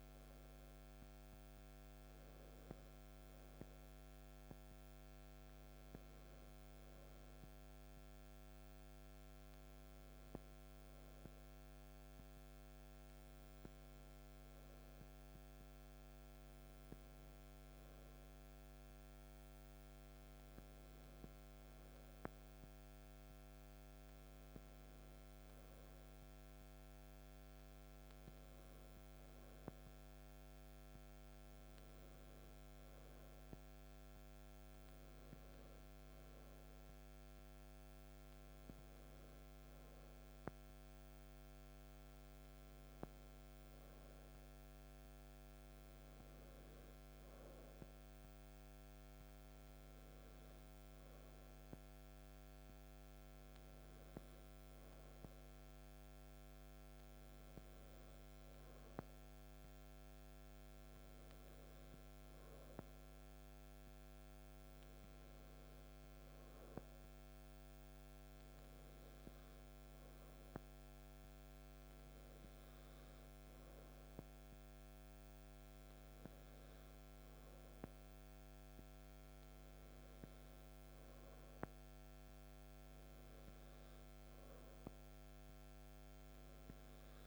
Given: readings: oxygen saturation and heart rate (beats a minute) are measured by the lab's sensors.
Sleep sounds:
breathing in sleep, hard to hear, by a microphone on the trachea; none
none scored
From the record:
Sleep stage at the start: N2 (light sleep); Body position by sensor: on the back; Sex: male

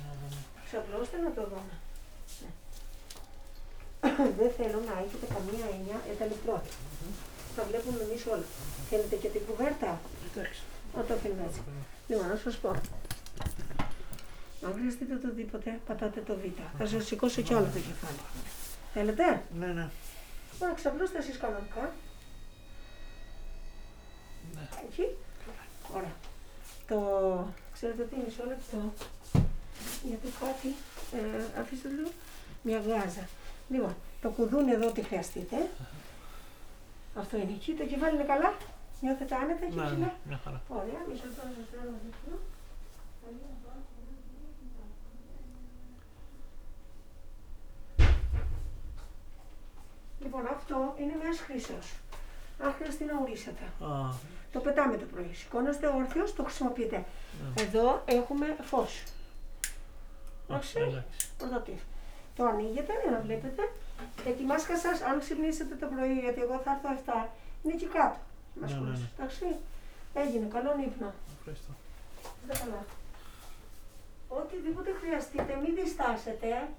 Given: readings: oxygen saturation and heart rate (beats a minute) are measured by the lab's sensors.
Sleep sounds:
a person awake in a sleep study, by a room microphone; none
16.50-20.00 s: snoring (device-marked)
17.50-19.50 s: long interval between heartbeats (device-marked, heart rate 58 before, 104 extreme)
29.50-31.50 s: long interval between heartbeats (device-marked, heart rate 84 before, 97 extreme)
31.50-33.50 s: long interval between heartbeats (device-marked, heart rate 91 before, 97 extreme)
From the record:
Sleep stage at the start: awake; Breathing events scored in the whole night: 231 in 5.2 hours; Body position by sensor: on the back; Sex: male

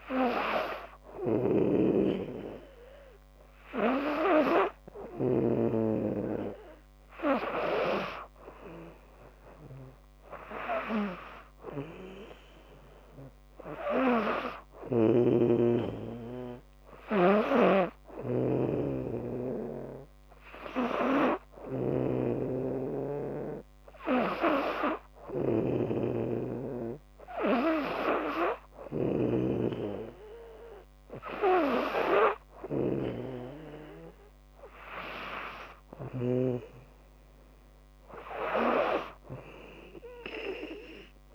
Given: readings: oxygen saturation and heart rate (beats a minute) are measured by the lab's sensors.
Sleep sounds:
breathing in sleep by a microphone on the trachea; none
0.00-5.00 s: snoring (device-marked)
16.50-36.00 s: snoring (device-marked)
36.50-40.50 s: arousal
From the record:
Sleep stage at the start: N2 (light sleep); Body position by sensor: on the back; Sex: female

